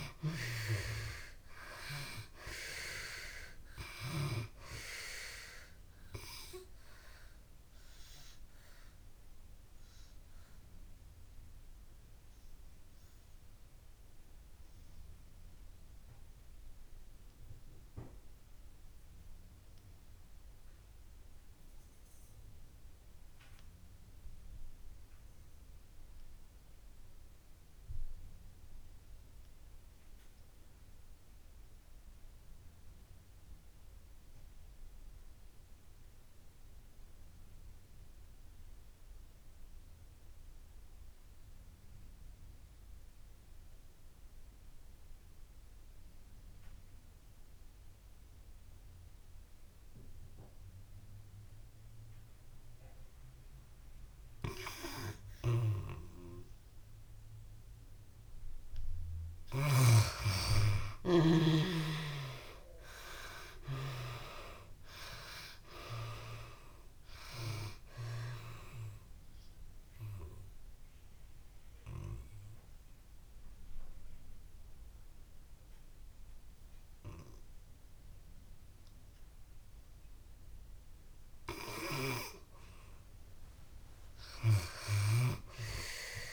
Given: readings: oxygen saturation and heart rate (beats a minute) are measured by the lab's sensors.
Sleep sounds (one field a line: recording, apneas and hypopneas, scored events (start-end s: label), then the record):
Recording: breathing in sleep by a room microphone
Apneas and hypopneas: 2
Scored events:
0.00-27.50 s: oxygen desaturation (device-marked, oxygen 68% lowest)
7.50-58.00 s: obstructive apnea (oxygen 96% before, 55% lowest)
29.50-86.33 s: oxygen desaturation (device-marked, oxygen 94% before, 55% lowest)
60.00-63.00 s: arousal
68.50-81.00 s: obstructive apnea (oxygen 83% before, 55% lowest)
84.00-86.33 s: arousal
From the record:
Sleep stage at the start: N2 (light sleep)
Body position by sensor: on the back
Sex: female